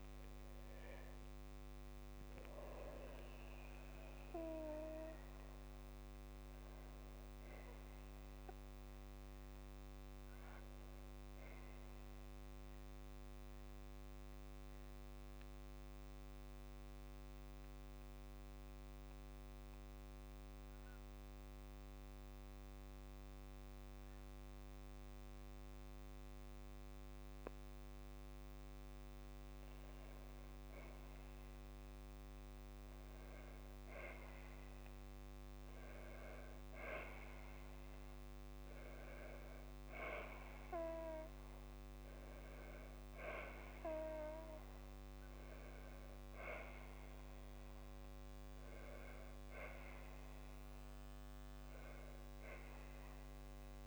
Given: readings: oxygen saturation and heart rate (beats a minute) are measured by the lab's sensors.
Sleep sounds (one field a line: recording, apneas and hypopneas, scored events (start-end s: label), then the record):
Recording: breathing in sleep by a microphone on the trachea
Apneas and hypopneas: 1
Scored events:
0.00-2.50 s: arousal
15.00-29.50 s: obstructive apnea (oxygen 98% before, 95% lowest, heart rate 57 before, 54 extreme, up 4 after)
31.50-35.00 s: arousal
From the record:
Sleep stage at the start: N2 (light sleep)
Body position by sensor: on the back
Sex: female